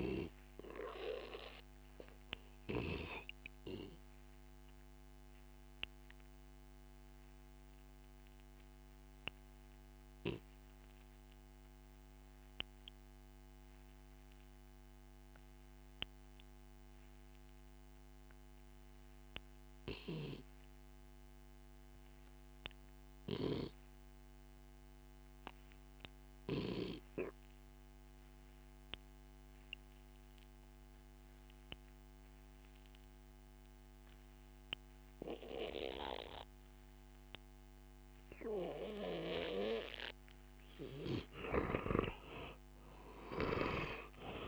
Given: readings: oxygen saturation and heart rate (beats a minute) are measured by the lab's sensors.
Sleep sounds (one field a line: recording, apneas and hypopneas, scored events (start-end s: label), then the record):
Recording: breathing in sleep by a microphone on the trachea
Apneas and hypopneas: 1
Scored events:
1.00-38.50 s: obstructive apnea (oxygen 97% before, 88% lowest)
9.00-17.00 s: oxygen desaturation (device-marked, oxygen 95% before, 92% lowest, heart rate 43 before, 47 extreme)
29.00-44.48 s: oxygen desaturation (device-marked, oxygen 97% before, 88% lowest)
40.00-44.00 s: arousal
From the record:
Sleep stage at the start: REM sleep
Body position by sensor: on the back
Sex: male